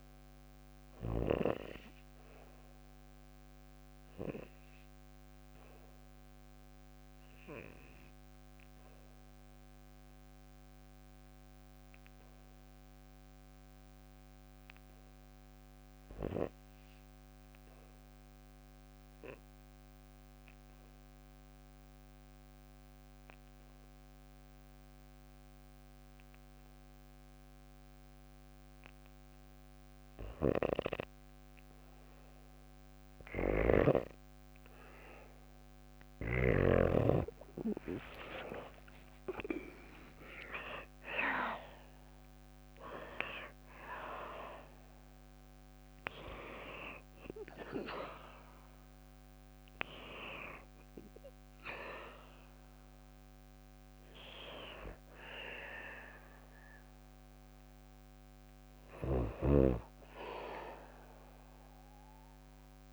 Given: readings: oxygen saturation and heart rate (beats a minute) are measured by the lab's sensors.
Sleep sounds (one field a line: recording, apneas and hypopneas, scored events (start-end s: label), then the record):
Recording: breathing in sleep by a microphone on the trachea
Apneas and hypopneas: 1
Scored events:
0.00-13.50 s: oxygen desaturation (device-marked, oxygen 86% lowest, heart rate 57 extreme)
1.50-30.00 s: obstructive apnea (oxygen 96% before, 72% lowest, heart rate 58 before, 59 extreme, up 4 after)
23.50-61.50 s: oxygen desaturation (device-marked, oxygen 90% before, 72% lowest, heart rate 60 before, 57 extreme)
36.50-41.00 s: arousal
38.50-62.93 s: new sleep stage, N2 (light sleep)
58.00-62.93 s: snoring (device-marked)
From the record:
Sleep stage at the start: REM sleep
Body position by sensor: on the back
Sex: female